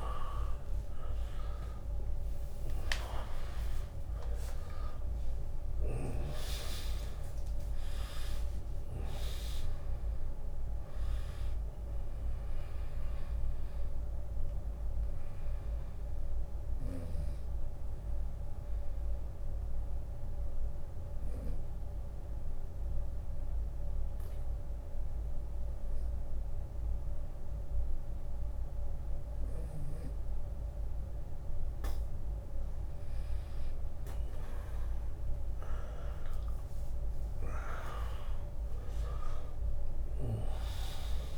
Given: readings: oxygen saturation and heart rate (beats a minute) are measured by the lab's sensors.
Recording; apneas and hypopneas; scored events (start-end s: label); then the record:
breathing in sleep by a room microphone; 1
0.00-3.50 s: arousal
1.00-11.00 s: oxygen desaturation (device-marked, oxygen 99% before, 96% lowest, heart rate 76 before, 65 extreme)
2.00-16.00 s: drop in pulse transit time (device-marked, heart rate 76 before, 75 extreme)
13.00-29.00 s: oxygen desaturation (device-marked, oxygen 97% before, 93% lowest, heart rate 79 before, 65 extreme)
14.50-30.50 s: obstructive apnea (oxygen 99% before, 93% lowest, heart rate 79 before, 65 extreme, up 9 after)
32.00-34.00 s: long interval between heartbeats (device-marked, heart rate 73 before, 70 extreme)
33.50-37.50 s: arousal
From the record:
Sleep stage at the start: N2 (light sleep); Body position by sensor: on the right side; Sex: male